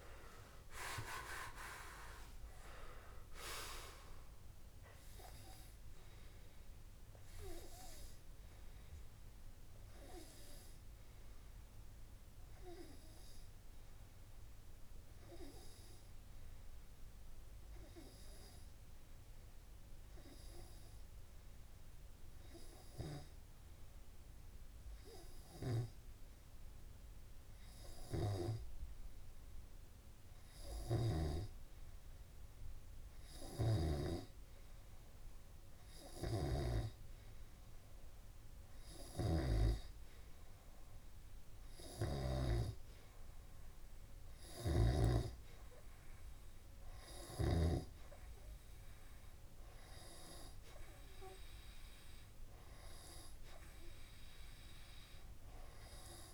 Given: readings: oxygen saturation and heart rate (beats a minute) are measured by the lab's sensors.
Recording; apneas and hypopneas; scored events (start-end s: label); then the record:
breathing in sleep by a room microphone; 1
11.00-34.50 s: hypopnea (oxygen 95% before, 94% lowest)
36.00-39.00 s: arousal
44.00-56.34 s: new sleep stage, N3 (deep sleep)
45.00-47.00 s: oxygen desaturation (device-marked, oxygen 98% before, 96% lowest)
45.00-48.50 s: snoring (device-marked)
From the record:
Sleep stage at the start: N2 (light sleep); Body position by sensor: on the back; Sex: male